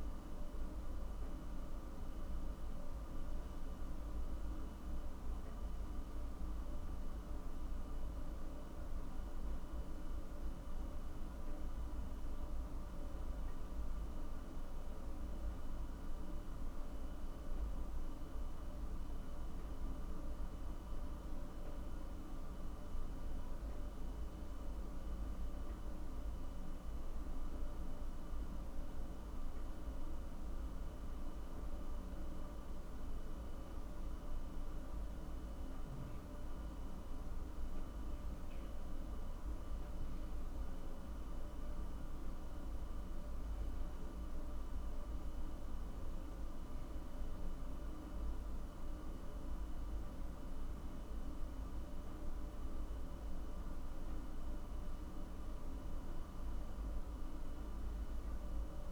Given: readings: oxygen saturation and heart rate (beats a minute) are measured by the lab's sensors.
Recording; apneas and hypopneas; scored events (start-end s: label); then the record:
breathing in sleep, hard to hear, by a room microphone; none
48.00-52.50 s: arousal
From the record:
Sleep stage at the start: N1 (lightest sleep); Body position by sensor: on the back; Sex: male